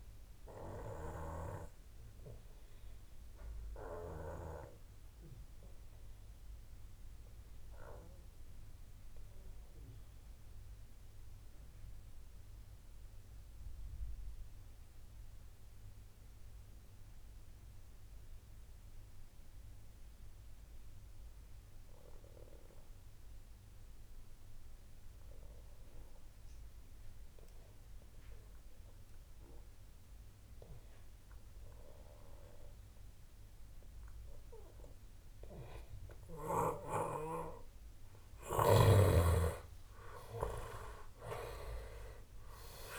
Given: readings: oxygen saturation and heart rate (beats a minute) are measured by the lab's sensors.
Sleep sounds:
breathing in sleep by a room microphone; 1
0.00-22.50 s: oxygen desaturation (device-marked, oxygen 89% lowest)
2.50-36.50 s: obstructive apnea (oxygen 98% before, 88% lowest)
38.00-41.00 s: arousal
38.50-42.99 s: oxygen desaturation (device-marked, oxygen 96% before, 88% lowest)
38.50-42.99 s: snoring (device-marked)
From the record:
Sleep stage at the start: N2 (light sleep); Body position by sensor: on the back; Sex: male

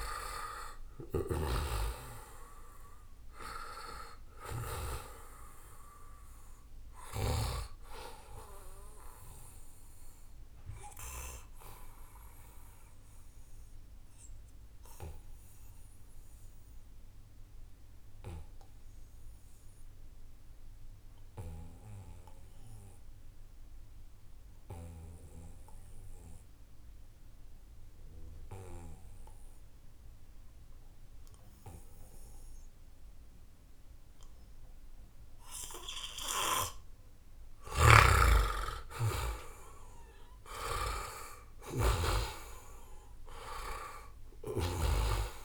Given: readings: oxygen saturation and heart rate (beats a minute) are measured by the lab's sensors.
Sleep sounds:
breathing in sleep by a room microphone; 1
0.00-1.50 s: snoring (device-marked)
0.00-14.50 s: oxygen desaturation (device-marked, oxygen 89% lowest, heart rate 70 extreme)
10.00-36.00 s: obstructive apnea (oxygen 97% before, 89% lowest, heart rate 80 before, 70 extreme, up 12 after)
35.50-45.45 s: oxygen desaturation (device-marked, oxygen 97% before, 90% lowest, heart rate 73 before, 67 extreme)
37.50-45.00 s: snoring (device-marked)
38.00-42.00 s: arousal
From the record:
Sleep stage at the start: N2 (light sleep); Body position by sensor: on the back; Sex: male

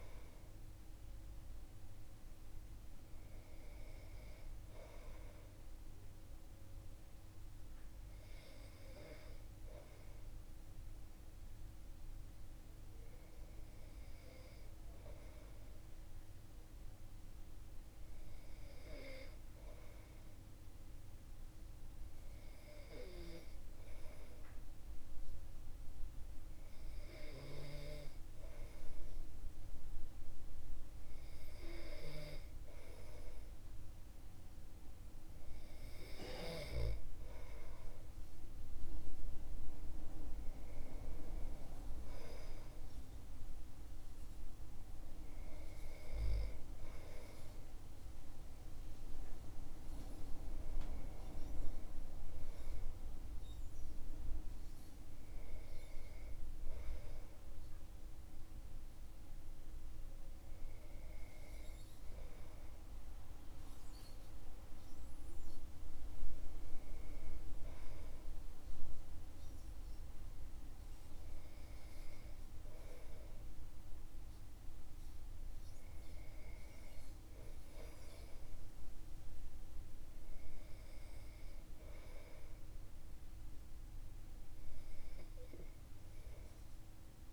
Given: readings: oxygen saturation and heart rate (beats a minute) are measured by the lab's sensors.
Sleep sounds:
breathing in sleep by a room microphone; none
none scored
From the record:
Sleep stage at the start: REM sleep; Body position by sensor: on the back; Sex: male

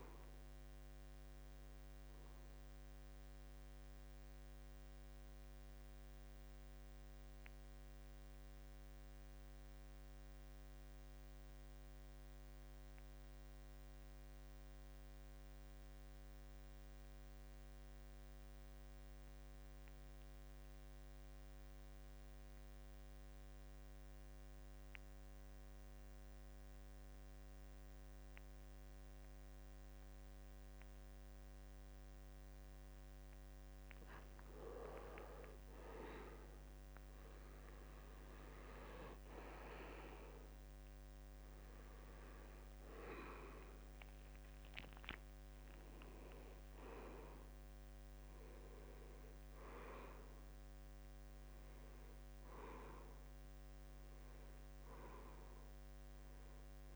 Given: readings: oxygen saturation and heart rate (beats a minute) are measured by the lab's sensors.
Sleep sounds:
breathing in sleep by a microphone on the trachea; 1
0.00-5.50 s: oxygen desaturation (device-marked, oxygen 83% lowest, heart rate 65 extreme)
4.00-31.50 s: mixed apnea (oxygen 93% before, 80% lowest, heart rate 76 before, 65 extreme, up 8 after)
26.50-56.96 s: oxygen desaturation (device-marked, oxygen 94% before, 80% lowest, heart rate 68 before, 66 extreme)
36.00-40.00 s: arousal
From the record:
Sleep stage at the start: N2 (light sleep); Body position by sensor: on the back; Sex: male

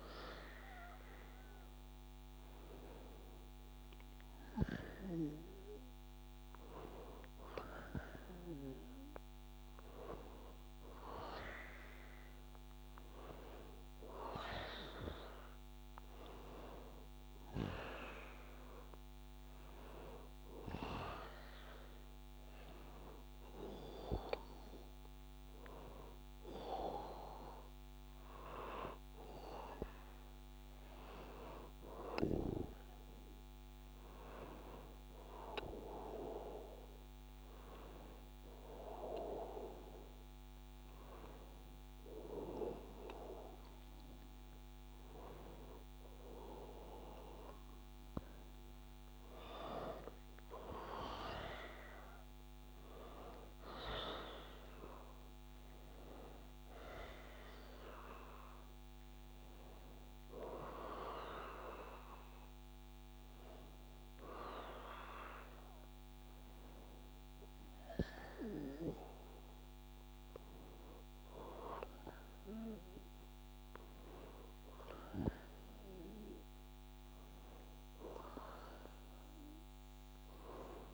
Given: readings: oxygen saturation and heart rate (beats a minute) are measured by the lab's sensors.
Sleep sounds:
breathing in sleep by a microphone on the trachea; none
66.50-80.94 s: new sleep stage, N2 (light sleep)
From the record:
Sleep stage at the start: N1 (lightest sleep); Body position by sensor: on the back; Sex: male

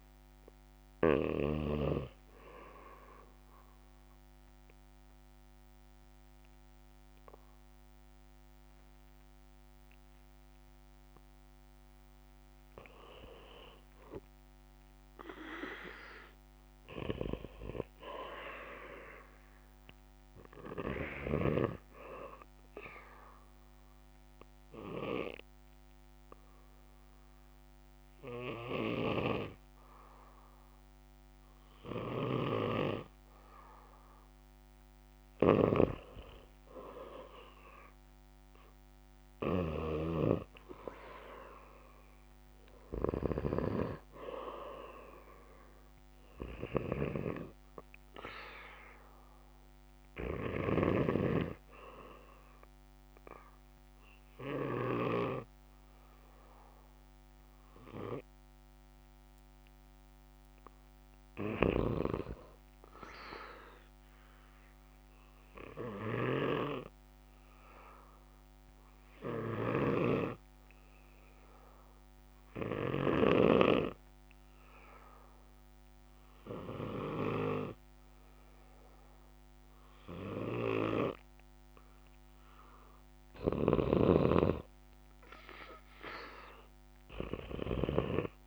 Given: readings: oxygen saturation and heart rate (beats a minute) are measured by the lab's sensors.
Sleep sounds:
breathing in sleep by a microphone on the trachea; 3
0.00-12.00 s: oxygen desaturation (device-marked, oxygen 92% lowest, heart rate 64 extreme)
4.00-14.00 s: mixed apnea (oxygen 97% before, 92% lowest, heart rate 67 before, 64 extreme, up 6 after)
15.50-19.00 s: arousal
20.00-24.00 s: oxygen desaturation (device-marked, oxygen 96% before, 93% lowest, heart rate 66 before, 64 extreme)
22.50-35.50 s: obstructive apnea (oxygen 96% before, 90% lowest, heart rate 67 before, 64 extreme, up 8 after)
35.50-40.50 s: snoring (device-marked)
37.00-39.50 s: arousal
43.00-54.00 s: oxygen desaturation (device-marked, oxygen 96% before, 92% lowest, heart rate 67 before, 64 extreme)
47.00-51.50 s: snoring (device-marked)
60.50-63.50 s: arousal
65.50-82.50 s: obstructive apnea (oxygen 96% before, 90% lowest, heart rate 67 before, 64 extreme, up 8 after)
84.00-88.47 s: snoring (device-marked)
84.50-87.00 s: arousal
85.00-88.47 s: oxygen desaturation (device-marked, oxygen 94% before, 90% lowest, heart rate 67 before, 63 extreme)
From the record:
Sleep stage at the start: N2 (light sleep); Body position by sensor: on the back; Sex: male

